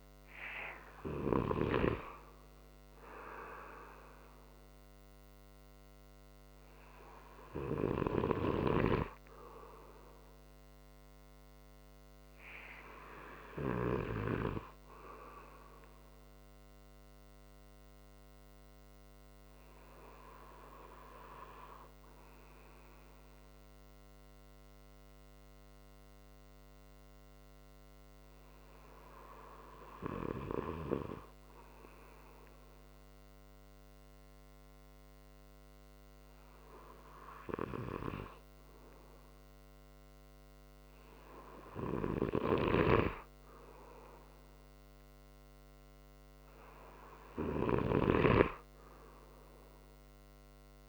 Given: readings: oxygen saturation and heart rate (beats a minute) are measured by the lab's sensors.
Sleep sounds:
breathing in sleep by a microphone on the trachea; none
0.00-1.50 s: snoring (device-marked)
47.00-50.89 s: snoring (device-marked)
From the record:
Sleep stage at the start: N2 (light sleep); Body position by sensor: on the right side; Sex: male

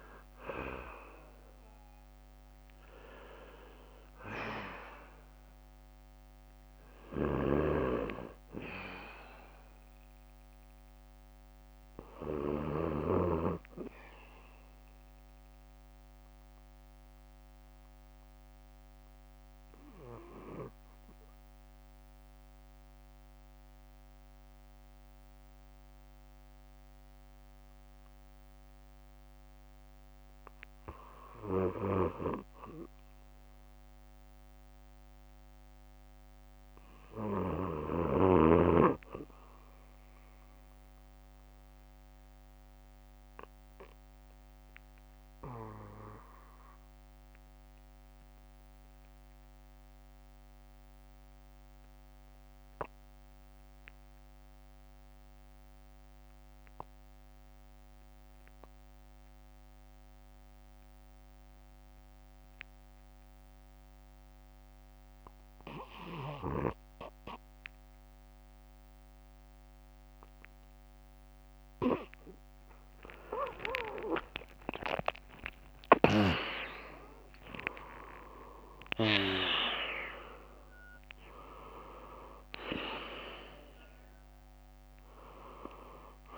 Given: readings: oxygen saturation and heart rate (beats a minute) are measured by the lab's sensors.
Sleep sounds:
breathing in sleep by a microphone on the trachea; 2
0.00-18.00 s: oxygen desaturation (device-marked, oxygen 93% lowest, heart rate 53 extreme)
9.00-16.00 s: bradycardia (device-marked, heart rate 64 before, 53 extreme)
13.50-36.50 s: obstructive apnea (oxygen 99% before, 93% lowest, heart rate 64 before, 53 extreme, up 4 after)
38.00-40.00 s: bradycardia (device-marked, heart rate 64 before, 61 extreme)
38.00-40.50 s: arousal
42.00-71.50 s: obstructive apnea (oxygen 98% before, 90% lowest, heart rate 63 before, 52 extreme, up 28 after)
44.00-50.00 s: bradycardia (device-marked, heart rate 64 before, 58 extreme)
51.00-53.00 s: bradycardia (device-marked, heart rate 64 before, 53 extreme)
54.00-69.00 s: oxygen desaturation (device-marked, oxygen 98% before, 95% lowest, heart rate 60 before, 52 extreme)
54.00-70.00 s: bradycardia (device-marked, heart rate 63 before, 52 extreme)
73.50-78.00 s: arousal
From the record:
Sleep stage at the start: REM sleep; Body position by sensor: on the back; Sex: male

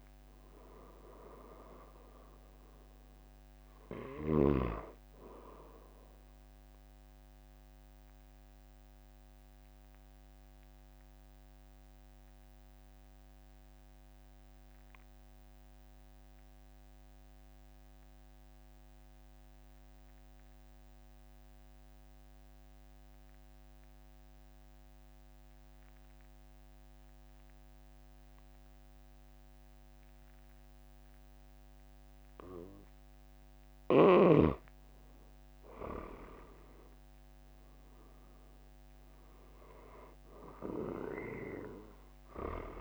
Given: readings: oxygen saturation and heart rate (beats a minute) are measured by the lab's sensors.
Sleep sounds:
breathing in sleep by a microphone on the trachea; 1
7.50-34.00 s: mixed apnea (oxygen 97% before, 91% lowest, heart rate 48 before, 43 extreme, up 4 after)
36.50-40.50 s: arousal
40.50-42.81 s: oxygen desaturation (device-marked, oxygen 97% before, 91% lowest, heart rate 44 before, 42 extreme)
From the record:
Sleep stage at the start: N2 (light sleep); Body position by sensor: on the back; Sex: male

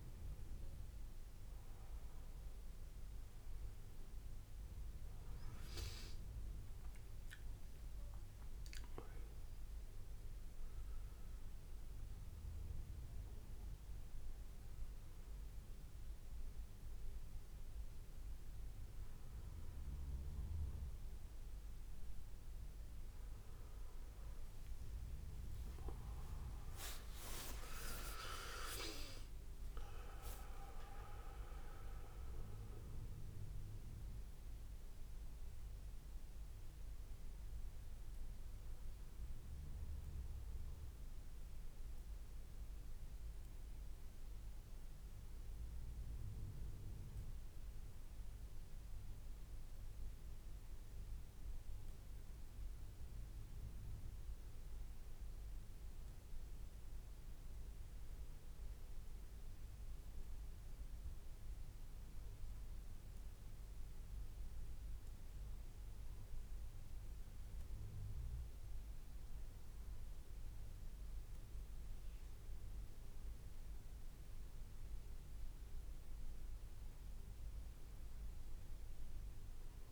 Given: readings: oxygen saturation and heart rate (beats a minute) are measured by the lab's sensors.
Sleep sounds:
breathing in sleep by a room microphone; 1
4.50-8.00 s: arousal
29.50-31.50 s: long interval between heartbeats (device-marked, heart rate 90 before, 97 extreme)
32.50-35.50 s: arousal
39.00-49.00 s: hypopnea (oxygen 96% before, 94% lowest, heart rate 90 before, 81 extreme, up 7 after)
53.50-58.00 s: arousal
From the record:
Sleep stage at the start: N1 (lightest sleep); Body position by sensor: on the back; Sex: male

